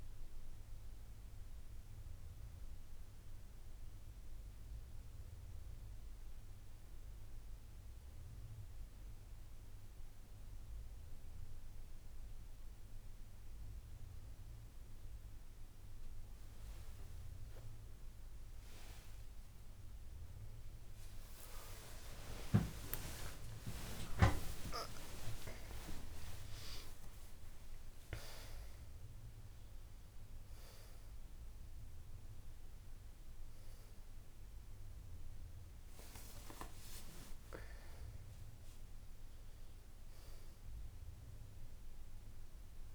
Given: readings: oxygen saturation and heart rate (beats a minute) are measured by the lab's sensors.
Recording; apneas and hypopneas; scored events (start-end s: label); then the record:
a person awake in a sleep study, by a room microphone; none
none scored
From the record:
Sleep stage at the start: awake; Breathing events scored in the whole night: 111 in 5.1 hours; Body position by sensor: on the back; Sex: female